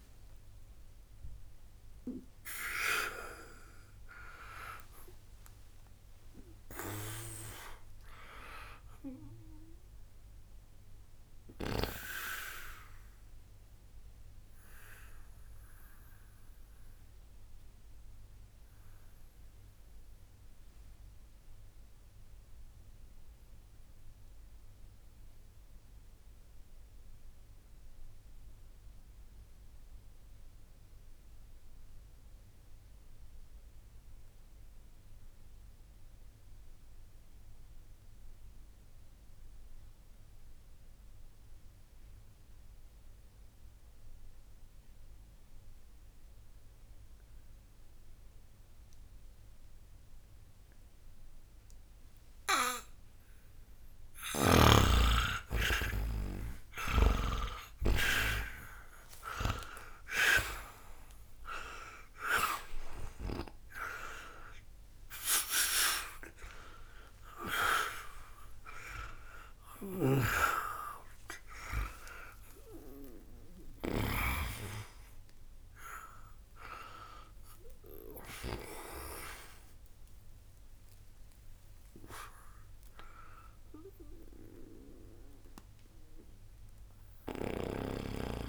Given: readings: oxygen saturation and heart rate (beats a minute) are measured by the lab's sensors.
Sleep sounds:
breathing in sleep by a room microphone; 1
0.00-32.00 s: oxygen desaturation (device-marked, oxygen 78% lowest, heart rate 60 extreme)
14.50-53.50 s: mixed apnea (oxygen 93% before, 77% lowest, heart rate 93 before, 60 extreme, up 0 after)
52.00-88.49 s: oxygen desaturation (device-marked, oxygen 98% before, 77% lowest, heart rate 60 before, 59 extreme)
55.50-60.00 s: arousal
69.50-74.00 s: snoring (device-marked)
83.50-87.50 s: arousal
From the record:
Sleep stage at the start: N2 (light sleep); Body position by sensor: on the back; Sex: male

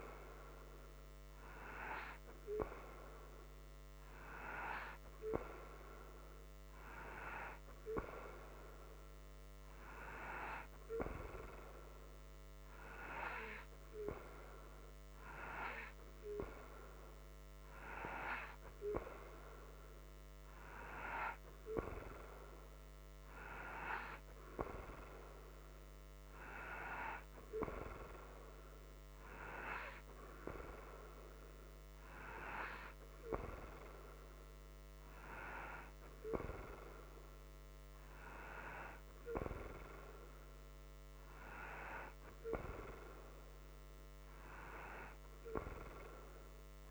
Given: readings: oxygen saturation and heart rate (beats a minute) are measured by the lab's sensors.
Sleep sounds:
breathing in sleep by a microphone on the trachea; none
none scored
From the record:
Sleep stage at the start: N2 (light sleep); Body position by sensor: upright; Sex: male

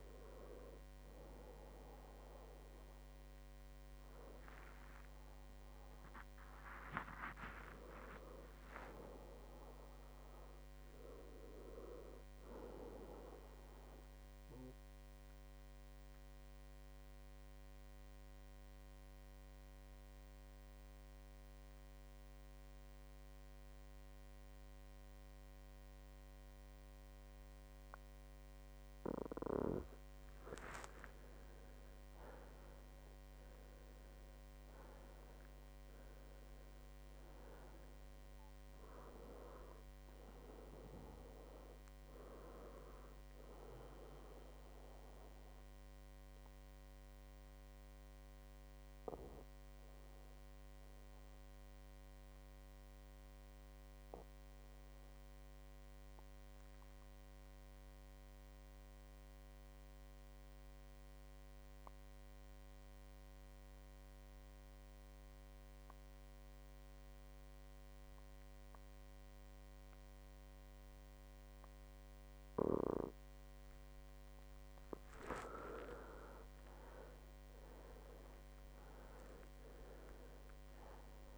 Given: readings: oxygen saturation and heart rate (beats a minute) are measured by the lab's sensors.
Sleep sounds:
breathing in sleep by a microphone on the trachea; 2
0.00-4.50 s: oxygen desaturation (device-marked, oxygen 92% lowest, heart rate 63 extreme)
6.00-9.00 s: arousal
13.00-29.50 s: obstructive apnea (oxygen 99% before, 91% lowest, heart rate 76 before, 62 extreme, up 13 after)
31.50-35.00 s: arousal
35.50-54.50 s: oxygen desaturation (device-marked, oxygen 98% before, 92% lowest, heart rate 66 before, 62 extreme)
43.50-74.50 s: obstructive apnea (oxygen 98% before, 89% lowest, heart rate 70 before, 62 extreme, up 17 after)
75.50-81.38 s: oxygen desaturation (device-marked, oxygen 98% before, 89% lowest, heart rate 65 before, 69 extreme)
76.50-81.00 s: arousal
From the record:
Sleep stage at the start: N2 (light sleep); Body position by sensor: on the back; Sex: male

